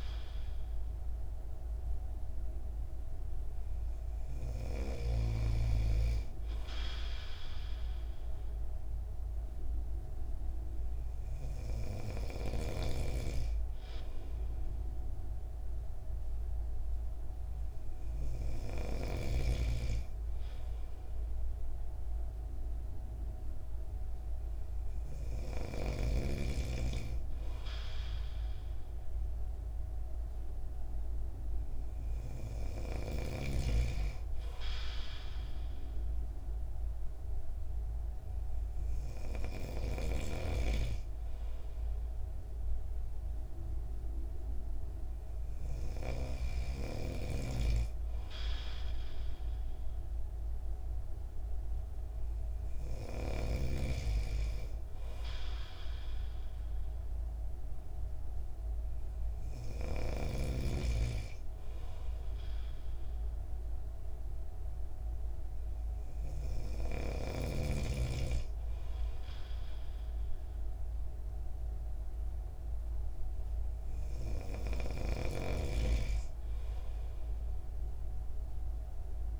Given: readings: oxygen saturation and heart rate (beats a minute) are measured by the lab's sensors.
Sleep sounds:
breathing in sleep by a room microphone; none
none scored
From the record:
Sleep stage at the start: N2 (light sleep); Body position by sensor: on the right side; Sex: male

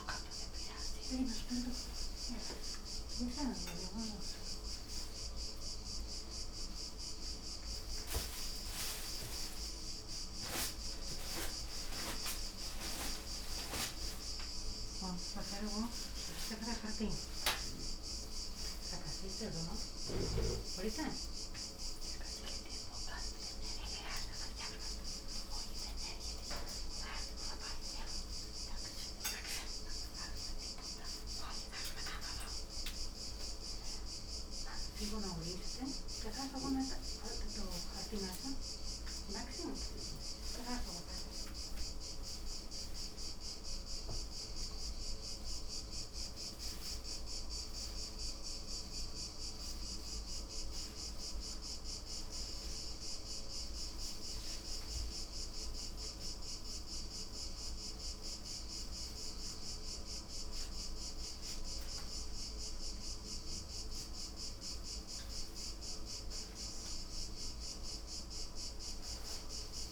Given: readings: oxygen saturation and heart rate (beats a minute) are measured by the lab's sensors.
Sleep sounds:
a person awake in a sleep study, by a room microphone; none
0.00-4.50 s: oxygen desaturation (device-marked, oxygen 95% lowest)
From the record:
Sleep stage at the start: awake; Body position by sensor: upright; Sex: female

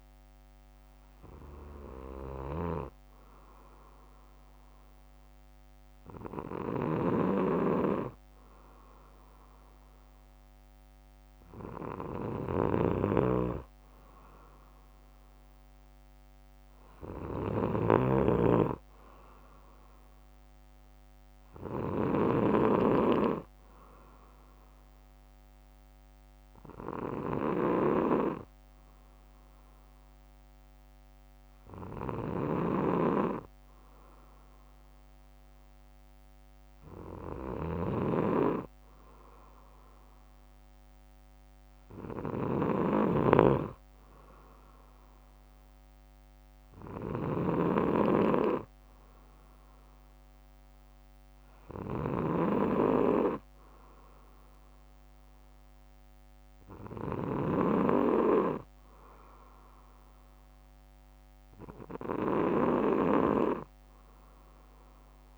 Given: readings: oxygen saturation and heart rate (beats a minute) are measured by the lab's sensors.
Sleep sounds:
breathing in sleep by a microphone on the trachea; none
0.00-5.00 s: bradycardia (device-marked, heart rate 49 extreme)
6.50-22.50 s: snoring (device-marked)
32.00-63.00 s: snoring (device-marked)
From the record:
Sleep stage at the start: N2 (light sleep); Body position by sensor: on the back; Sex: male

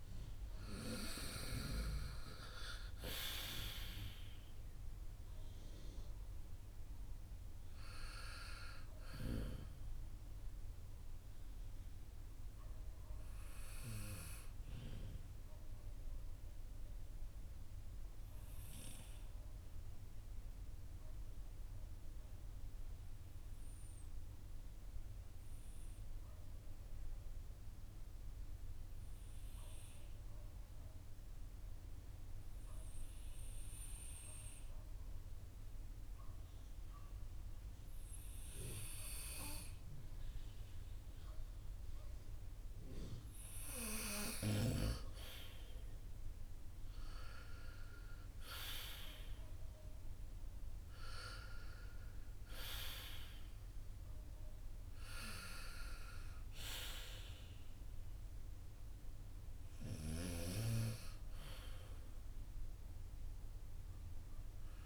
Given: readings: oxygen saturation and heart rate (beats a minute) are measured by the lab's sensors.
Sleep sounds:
breathing in sleep by a room microphone; 1
15.50-44.50 s: obstructive apnea (oxygen 95% before, 92% lowest, heart rate 57 before, 44 extreme, up 15 after)
46.50-50.00 s: arousal
From the record:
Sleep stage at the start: N2 (light sleep); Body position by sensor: on the back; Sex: male

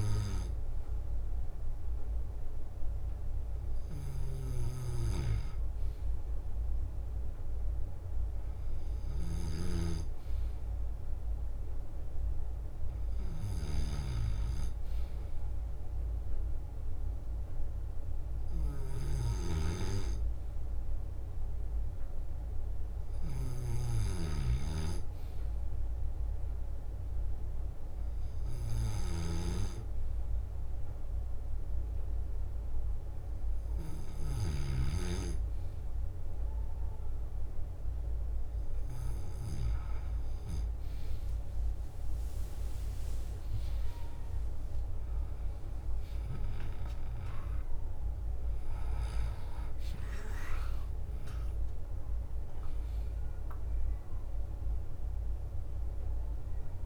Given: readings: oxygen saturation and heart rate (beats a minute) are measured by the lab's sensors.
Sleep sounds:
breathing in sleep by a room microphone; none
0.00-3.00 s: bradycardia (device-marked, heart rate 59 extreme)
1.50-3.50 s: leg movement (device-marked)
9.00-24.50 s: snoring (device-marked)
9.50-11.00 s: leg movement (device-marked)
11.00-19.00 s: bradycardia (device-marked, heart rate 61 before, 59 extreme)
13.50-15.00 s: leg movement (device-marked)
20.00-34.00 s: drop in pulse transit time (device-marked, heart rate 60 before, 59 extreme)
29.00-34.00 s: bradycardia (device-marked, heart rate 61 before, 59 extreme)
41.50-44.00 s: leg movement (device-marked)
41.50-46.00 s: arousal
44.00-47.50 s: leg movement (device-marked)
48.00-56.86 s: drop in pulse transit time (device-marked, heart rate 62 before, 69 extreme)
From the record:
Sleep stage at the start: N2 (light sleep); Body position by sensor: on the left side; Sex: male

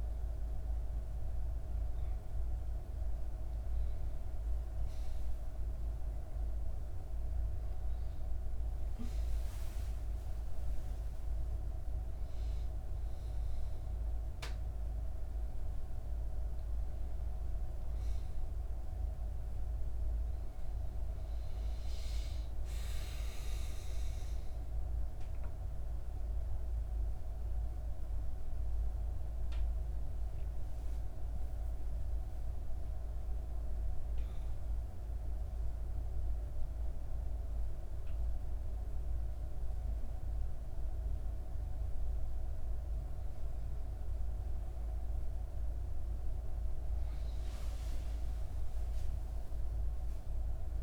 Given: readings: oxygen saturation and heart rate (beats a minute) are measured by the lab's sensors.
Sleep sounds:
a person awake in a sleep study, hard to hear, by a room microphone; none
none scored
From the record:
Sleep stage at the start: awake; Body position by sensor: on the back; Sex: female

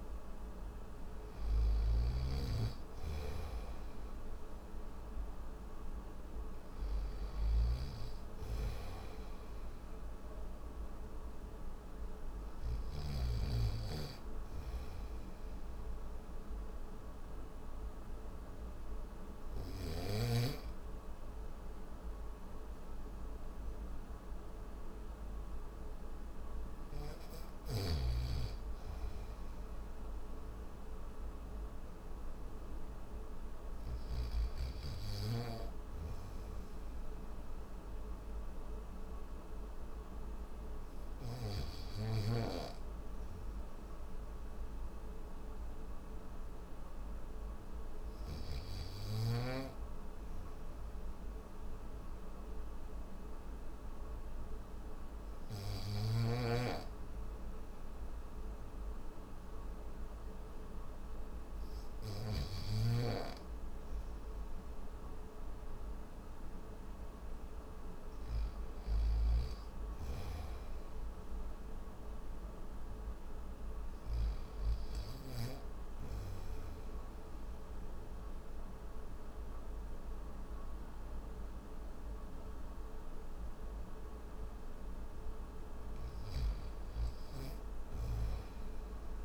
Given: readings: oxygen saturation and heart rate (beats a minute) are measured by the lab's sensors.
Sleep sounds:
breathing in sleep by a room microphone; none
0.00-12.50 s: snoring (device-marked)
55.50-62.00 s: snoring (device-marked)
68.50-74.00 s: snoring (device-marked)
From the record:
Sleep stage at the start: N3 (deep sleep); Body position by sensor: on the back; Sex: male

